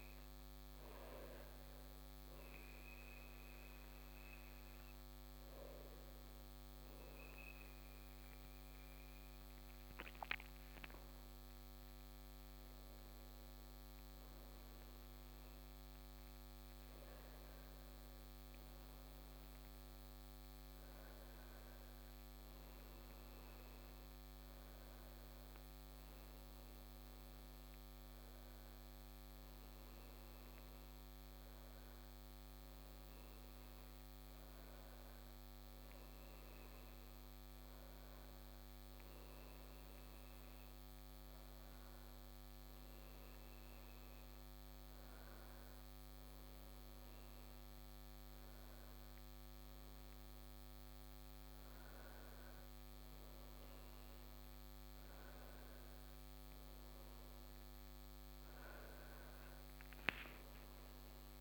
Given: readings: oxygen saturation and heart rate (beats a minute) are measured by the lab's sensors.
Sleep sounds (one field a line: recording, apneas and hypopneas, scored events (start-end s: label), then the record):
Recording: breathing in sleep, hard to hear, by a microphone on the trachea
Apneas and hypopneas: none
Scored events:
none scored
From the record:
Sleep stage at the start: N1 (lightest sleep)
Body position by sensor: on the back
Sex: male